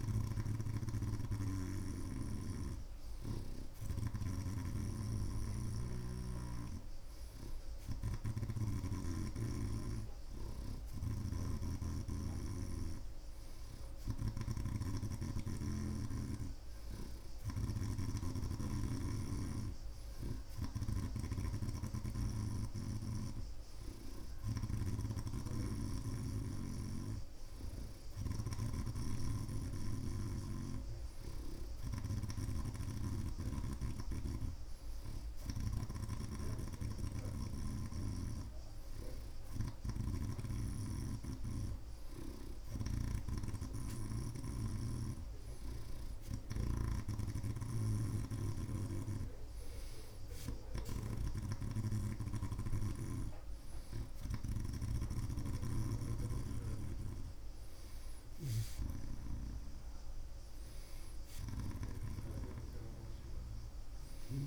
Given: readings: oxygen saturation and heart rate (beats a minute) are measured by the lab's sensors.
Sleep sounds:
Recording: breathing in sleep by a room microphone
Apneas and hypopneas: none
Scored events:
0.00-9.00 s: snoring (device-marked)
0.00-11.50 s: oxygen desaturation (device-marked, oxygen 86% lowest)
11.00-36.00 s: snoring (device-marked)
38.00-44.50 s: snoring (device-marked)
46.50-55.00 s: snoring (device-marked)
From the record:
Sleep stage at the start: N2 (light sleep)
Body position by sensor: on the right side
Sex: male

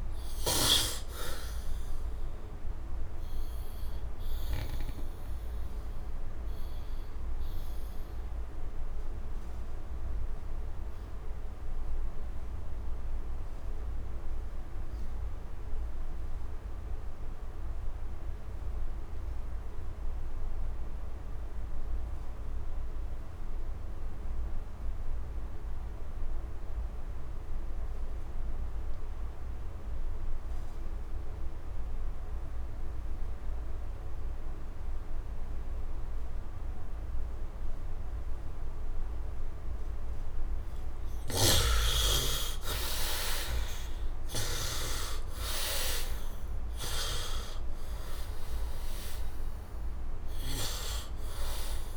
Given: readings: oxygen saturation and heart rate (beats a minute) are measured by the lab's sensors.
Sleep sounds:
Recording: breathing in sleep by a room microphone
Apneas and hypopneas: 1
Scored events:
0.00-19.50 s: oxygen desaturation (device-marked, oxygen 67% lowest, heart rate 64 extreme)
2.00-40.00 s: obstructive apnea (oxygen 99% before, 62% lowest, heart rate 76 before, 58 extreme, up 17 after)
21.50-51.97 s: oxygen desaturation (device-marked, oxygen 99% before, 62% lowest, heart rate 70 before, 58 extreme)
42.50-46.50 s: arousal
From the record:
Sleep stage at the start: N2 (light sleep)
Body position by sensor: on the back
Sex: male

